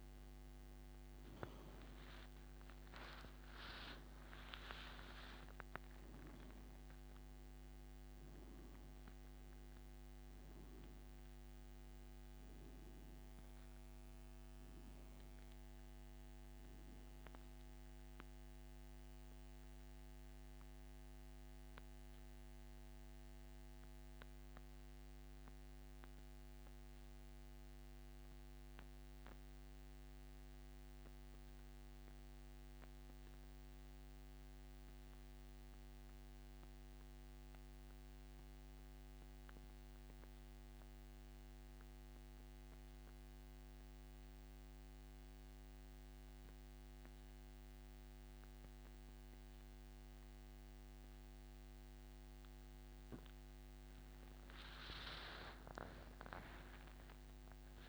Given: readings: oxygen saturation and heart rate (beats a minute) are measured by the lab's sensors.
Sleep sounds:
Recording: breathing in sleep by a microphone on the trachea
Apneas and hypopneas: 1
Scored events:
18.50-52.50 s: central apnea (oxygen 97% before, 88% lowest, heart rate 85 before, 64 extreme, up 12 after)
28.50-53.50 s: oxygen desaturation (device-marked, oxygen 96% before, 90% lowest, heart rate 85 before, 64 extreme)
From the record:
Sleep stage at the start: N2 (light sleep)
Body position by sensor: on the back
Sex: male

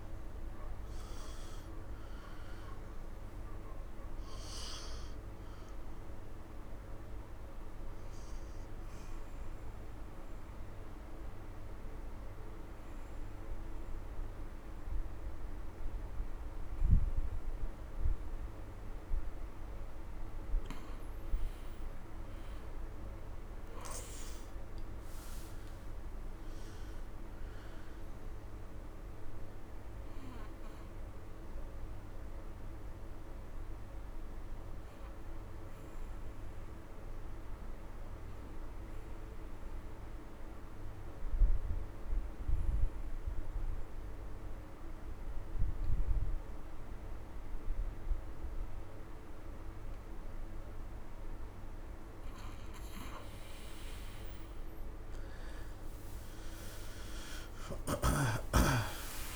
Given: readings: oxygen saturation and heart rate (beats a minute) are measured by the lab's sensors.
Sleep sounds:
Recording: breathing in sleep, hard to hear, by a room microphone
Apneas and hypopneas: 2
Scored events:
0.00-1.50 s: arousal
4.00-17.00 s: oxygen desaturation (device-marked, oxygen 99% before, 89% lowest, heart rate 89 before, 99 extreme)
6.50-19.00 s: obstructive apnea (oxygen 99% before, 85% lowest, heart rate 83 before, 99 extreme, up 6 after)
21.50-25.50 s: arousal
22.00-43.00 s: oxygen desaturation (device-marked, oxygen 97% before, 90% lowest, heart rate 102 before, 88 extreme)
31.50-51.50 s: obstructive apnea (oxygen 97% before, 85% lowest, heart rate 117 before, 88 extreme, up 22 after)
53.00-59.36 s: oxygen desaturation (device-marked, oxygen 98% before, 85% lowest, heart rate 115 before, 78 extreme)
55.00-59.36 s: arousal
From the record:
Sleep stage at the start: N2 (light sleep)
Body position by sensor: on the right side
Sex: male

